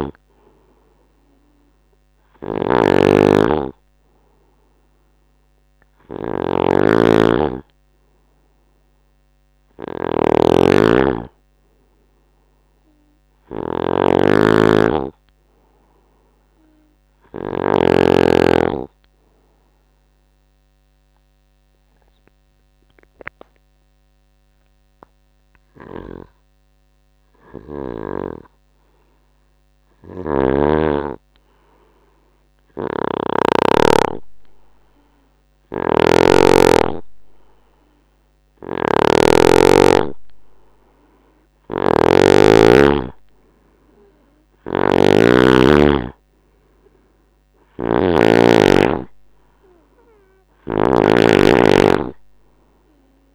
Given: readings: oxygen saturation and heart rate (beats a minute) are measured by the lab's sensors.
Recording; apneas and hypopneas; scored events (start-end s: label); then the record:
breathing in sleep by a microphone on the trachea; 1
0.00-17.50 s: snoring (device-marked)
13.00-16.00 s: arousal
19.50-32.00 s: hypopnea (oxygen 98% before, 92% lowest, heart rate 72 before, 77 extreme, up 0 after)
21.00-26.00 s: tachycardia (device-marked, heart rate 72 before, 101 extreme)
32.50-51.00 s: snoring (device-marked)
34.50-38.00 s: arousal
41.00-53.35 s: oxygen desaturation (device-marked, oxygen 96% before, 93% lowest, heart rate 86 before, 74 extreme)
From the record:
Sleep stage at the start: N2 (light sleep); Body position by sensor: on the right side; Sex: male